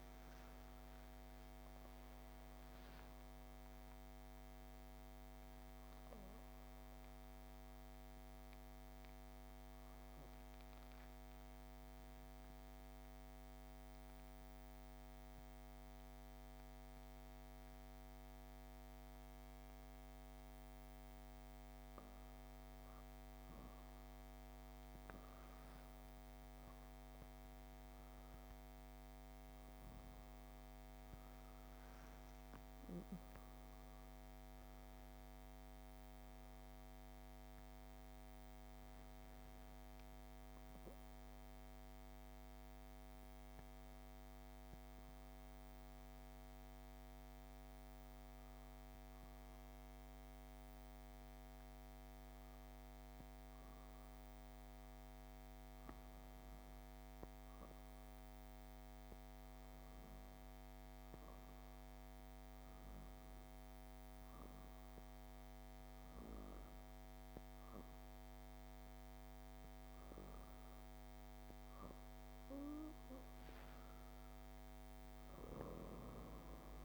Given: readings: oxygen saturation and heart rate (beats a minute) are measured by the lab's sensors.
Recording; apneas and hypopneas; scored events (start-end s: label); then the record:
breathing in sleep, hard to hear, by a microphone on the trachea; 2
10.00-22.00 s: obstructive apnea (oxygen 99% before, 95% lowest, heart rate 65 before, 57 extreme, up 11 after)
23.50-29.00 s: arousal
48.00-69.00 s: hypopnea (oxygen 98% before, 93% lowest, heart rate 77 before, 56 extreme, up 6 after)
71.00-76.00 s: arousal
From the record:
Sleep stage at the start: N2 (light sleep); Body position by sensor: on the back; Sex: female